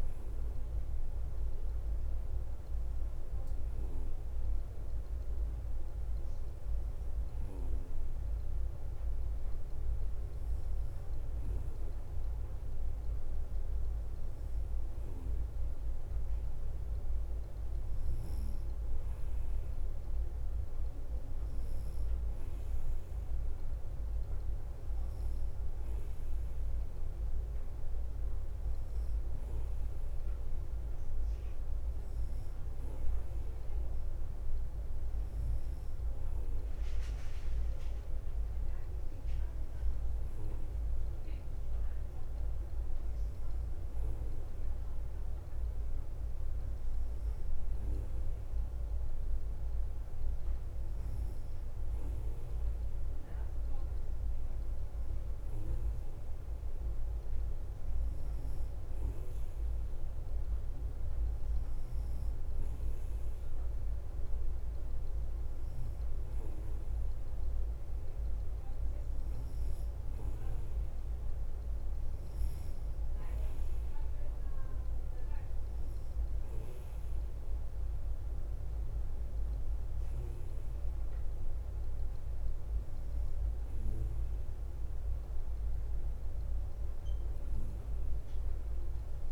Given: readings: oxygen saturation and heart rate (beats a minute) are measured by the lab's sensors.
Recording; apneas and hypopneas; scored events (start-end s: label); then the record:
breathing in sleep, hard to hear, by a room microphone; none
0.00-89.32 s: bradycardia (device-marked, heart rate 49 extreme)
From the record:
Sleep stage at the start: N3 (deep sleep); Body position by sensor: on the right side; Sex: male